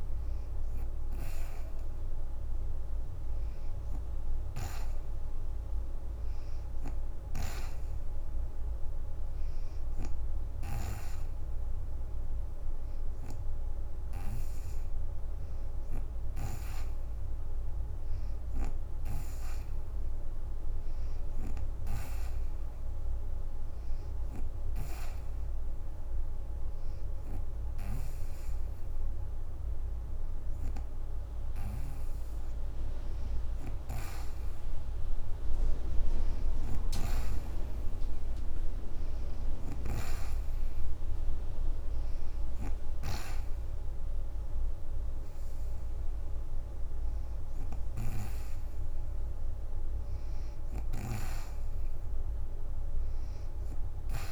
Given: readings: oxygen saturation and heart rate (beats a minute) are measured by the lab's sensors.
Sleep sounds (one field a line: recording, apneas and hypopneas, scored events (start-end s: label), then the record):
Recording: breathing in sleep by a room microphone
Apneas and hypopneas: none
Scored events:
11.00-24.00 s: oxygen desaturation (device-marked, oxygen 91% before, 87% lowest, heart rate 55 before, 53 extreme)
14.50-16.00 s: leg movement (device-marked)
31.00-39.50 s: snoring (device-marked)
From the record:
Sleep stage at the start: N2 (light sleep)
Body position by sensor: on the right side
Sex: female